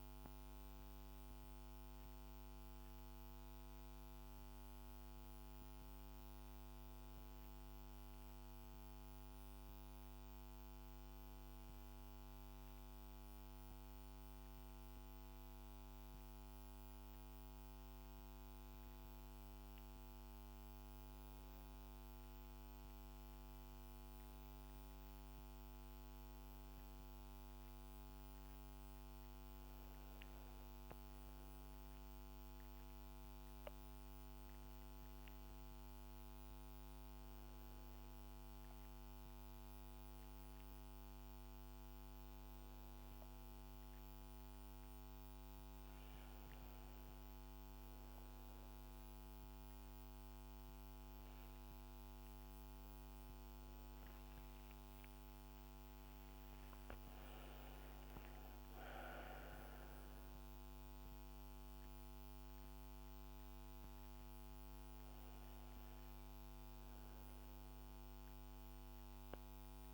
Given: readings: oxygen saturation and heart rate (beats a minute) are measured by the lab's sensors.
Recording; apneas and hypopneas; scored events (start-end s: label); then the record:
breathing in sleep, hard to hear, by a microphone on the trachea; none
17.00-69.94 s: new sleep stage, N2 (light sleep)
57.00-61.00 s: arousal
From the record:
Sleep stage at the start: N1 (lightest sleep); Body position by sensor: on the back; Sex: female